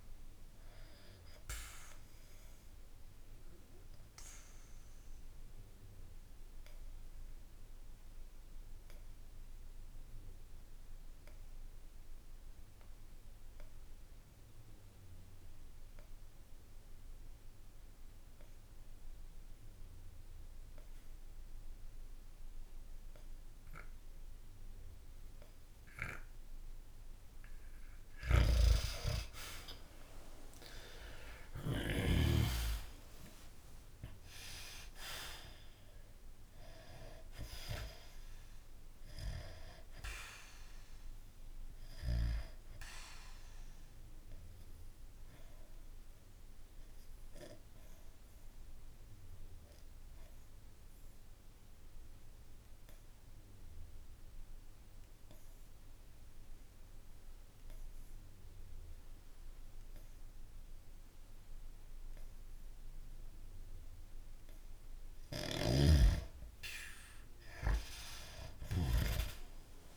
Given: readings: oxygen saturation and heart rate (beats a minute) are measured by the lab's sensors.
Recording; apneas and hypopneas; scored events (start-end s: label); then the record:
breathing in sleep by a room microphone; 2
0.00-8.50 s: oxygen desaturation (device-marked, oxygen 92% lowest, heart rate 54 extreme)
3.00-27.50 s: obstructive apnea (oxygen 98% before, 89% lowest, heart rate 66 before, 54 extreme, up 0 after)
28.00-32.00 s: snoring (device-marked)
29.00-33.50 s: arousal
35.50-55.50 s: oxygen desaturation (device-marked, oxygen 98% before, 89% lowest, heart rate 63 before, 62 extreme)
42.00-65.00 s: obstructive apnea (oxygen 98% before, 89% lowest, heart rate 63 before, 62 extreme, up 1 after)
65.50-69.00 s: snoring (device-marked)
67.50-69.97 s: arousal
From the record:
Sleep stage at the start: N2 (light sleep); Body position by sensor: on the back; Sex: male